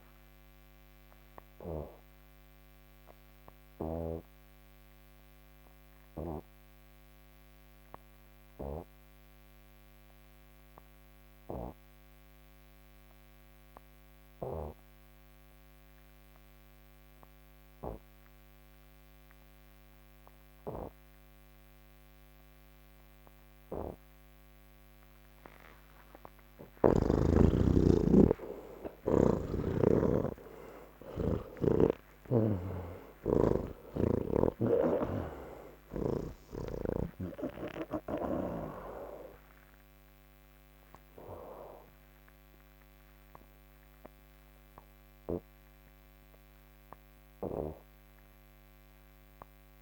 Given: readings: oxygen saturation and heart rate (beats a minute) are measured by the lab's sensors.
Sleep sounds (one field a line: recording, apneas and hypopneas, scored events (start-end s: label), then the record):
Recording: breathing in sleep by a microphone on the trachea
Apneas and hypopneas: none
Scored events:
0.00-18.50 s: oxygen desaturation (device-marked, oxygen 82% lowest, heart rate 65 extreme)
25.50-49.82 s: oxygen desaturation (device-marked, oxygen 98% before, 83% lowest, heart rate 71 before, 61 extreme)
From the record:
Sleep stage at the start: N2 (light sleep)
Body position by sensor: on the back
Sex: male